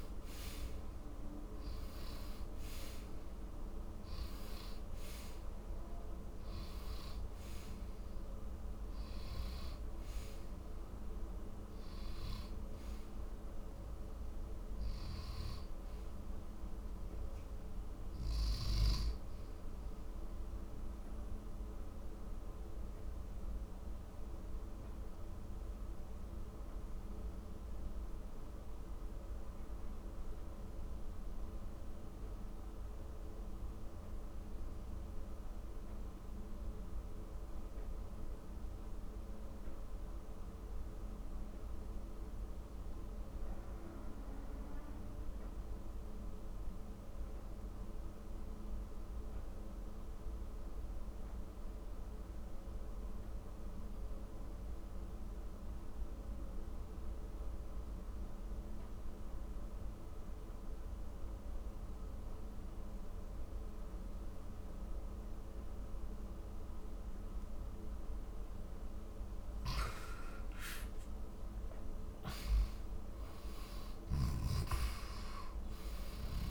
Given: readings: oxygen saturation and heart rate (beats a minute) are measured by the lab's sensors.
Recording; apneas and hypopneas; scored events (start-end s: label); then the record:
breathing in sleep, hard to hear, by a room microphone; 1
4.00-30.00 s: oxygen desaturation (device-marked, oxygen 96% before, 89% lowest, heart rate 63 before, 47 extreme)
20.50-66.50 s: mixed apnea (oxygen 97% before, 87% lowest, heart rate 65 before, 47 extreme, up 12 after)
63.00-76.50 s: oxygen desaturation (device-marked, oxygen 97% before, 87% lowest, heart rate 52 before, 44 extreme)
68.00-72.00 s: arousal
From the record:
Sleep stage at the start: N2 (light sleep); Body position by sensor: on the back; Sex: male